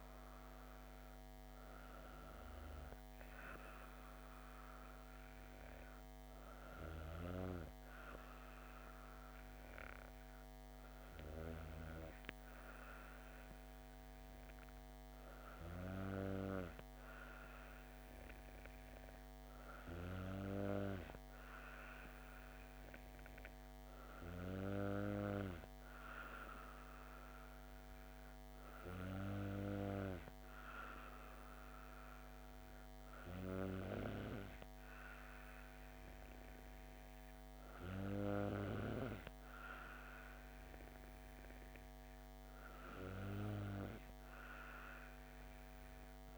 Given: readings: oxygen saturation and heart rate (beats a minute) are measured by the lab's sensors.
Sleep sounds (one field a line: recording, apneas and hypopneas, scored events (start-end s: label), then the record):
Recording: breathing in sleep by a microphone on the trachea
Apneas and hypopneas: none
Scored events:
none scored
From the record:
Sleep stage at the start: N2 (light sleep)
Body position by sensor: on the back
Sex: female